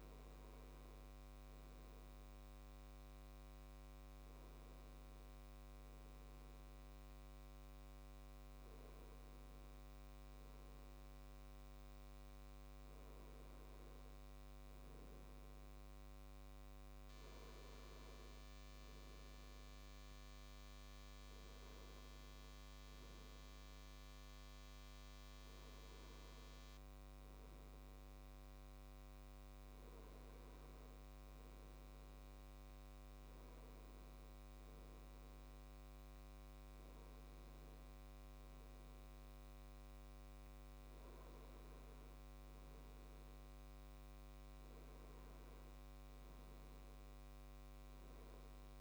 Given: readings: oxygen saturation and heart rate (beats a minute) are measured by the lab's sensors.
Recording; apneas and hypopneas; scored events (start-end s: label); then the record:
breathing in sleep, hard to hear, by a microphone on the trachea; none
none scored
From the record:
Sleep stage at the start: N2 (light sleep); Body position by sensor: on the left side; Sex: male